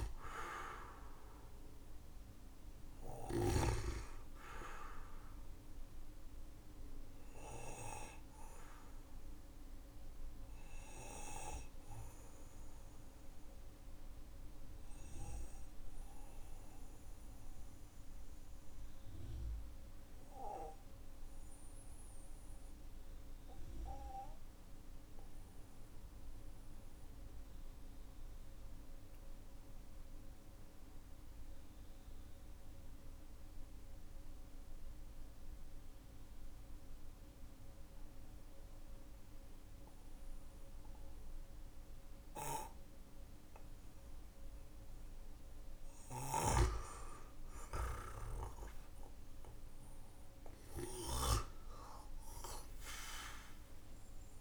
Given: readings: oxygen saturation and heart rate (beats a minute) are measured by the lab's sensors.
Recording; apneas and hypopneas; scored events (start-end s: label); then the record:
breathing in sleep by a room microphone; 1
0.00-3.00 s: snoring (device-marked)
0.00-29.00 s: oxygen desaturation (device-marked, oxygen 93% lowest, heart rate 45 extreme)
6.00-42.00 s: obstructive apnea (oxygen 99% before, 93% lowest, heart rate 53 before, 45 extreme, up 8 after)
48.50-54.00 s: arousal
From the record:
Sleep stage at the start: N2 (light sleep); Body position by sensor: on the back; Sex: male